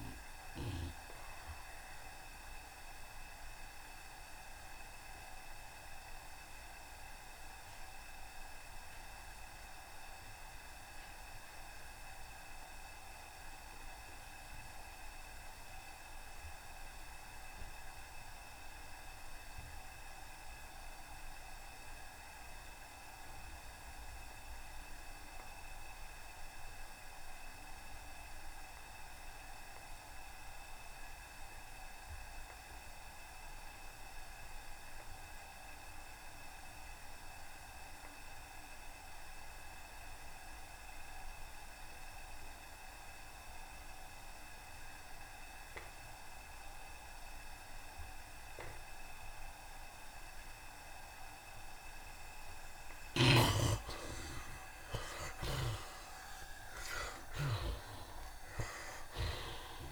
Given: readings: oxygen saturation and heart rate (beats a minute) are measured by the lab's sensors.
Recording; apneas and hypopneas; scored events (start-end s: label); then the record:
breathing in sleep by a room microphone; 1
0.00-20.50 s: oxygen desaturation (device-marked, oxygen 59% lowest, heart rate 65 extreme)
2.00-52.00 s: mixed apnea (oxygen 88% before, 59% lowest, heart rate 78 before, 75 extreme, up 41 after)
15.50-17.50 s: long interval between heartbeats (device-marked, heart rate 75 before, 85 extreme)
22.50-59.92 s: oxygen desaturation (device-marked, oxygen 90% before, 59% lowest, heart rate 79 before, 74 extreme)
53.00-56.50 s: arousal
53.00-59.92 s: snoring (device-marked)
53.50-55.50 s: long interval between heartbeats (device-marked, heart rate 78 before, 90 extreme)
54.50-59.92 s: tachycardia (device-marked, heart rate 80 before, 132 extreme)
56.50-58.50 s: long interval between heartbeats (device-marked, heart rate 81 before, 100 extreme)
From the record:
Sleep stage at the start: N2 (light sleep); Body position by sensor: on the right side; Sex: male